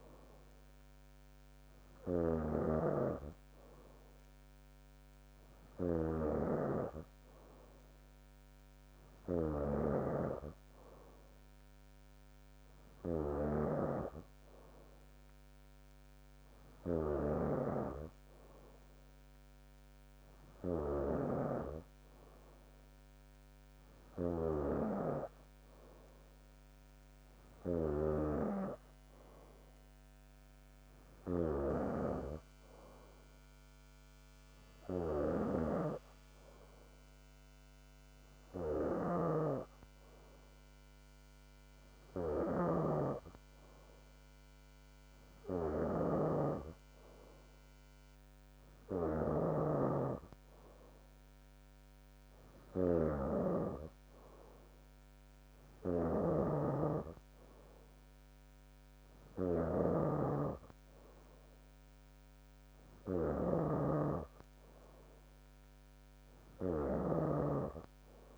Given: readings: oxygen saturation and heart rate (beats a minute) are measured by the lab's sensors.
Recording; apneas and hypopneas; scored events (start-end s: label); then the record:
breathing in sleep by a microphone on the trachea; none
0.00-14.00 s: snoring (device-marked)
14.00-68.38 s: new sleep stage, N3 (deep sleep)
21.00-68.38 s: snoring (device-marked)
From the record:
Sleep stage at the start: N2 (light sleep); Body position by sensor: on the back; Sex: female